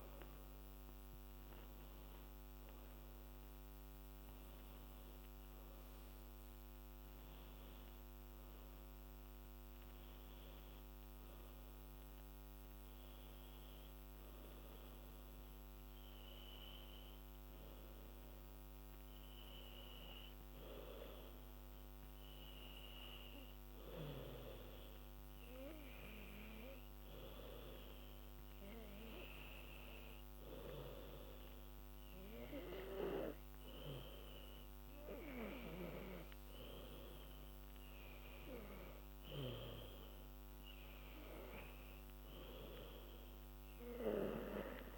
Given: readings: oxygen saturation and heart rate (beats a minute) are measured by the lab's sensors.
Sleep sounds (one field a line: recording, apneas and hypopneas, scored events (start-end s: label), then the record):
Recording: breathing in sleep by a microphone on the trachea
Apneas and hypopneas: none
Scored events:
43.50-44.98 s: arousal
From the record:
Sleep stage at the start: N2 (light sleep)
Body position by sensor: on the back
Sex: female